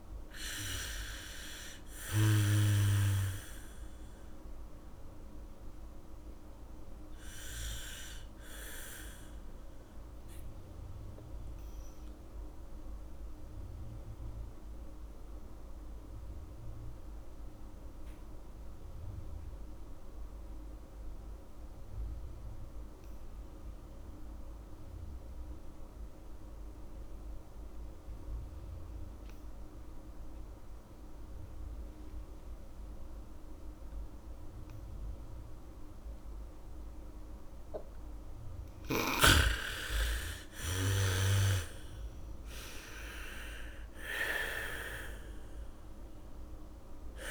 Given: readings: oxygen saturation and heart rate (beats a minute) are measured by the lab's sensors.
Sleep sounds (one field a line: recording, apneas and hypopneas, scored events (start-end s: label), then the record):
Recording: breathing in sleep by a room microphone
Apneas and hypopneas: 1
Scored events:
0.00-19.00 s: oxygen desaturation (device-marked, oxygen 78% lowest, heart rate 46 extreme)
9.00-38.50 s: mixed apnea (oxygen 96% before, 77% lowest, heart rate 74 before, 46 extreme, up 7 after)
31.00-47.31 s: oxygen desaturation (device-marked, oxygen 98% before, 77% lowest, heart rate 76 before, 46 extreme)
32.00-43.00 s: bradycardia (device-marked, heart rate 71 before, 46 extreme)
40.00-43.50 s: arousal
From the record:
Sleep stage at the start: N2 (light sleep)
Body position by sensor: on the back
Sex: female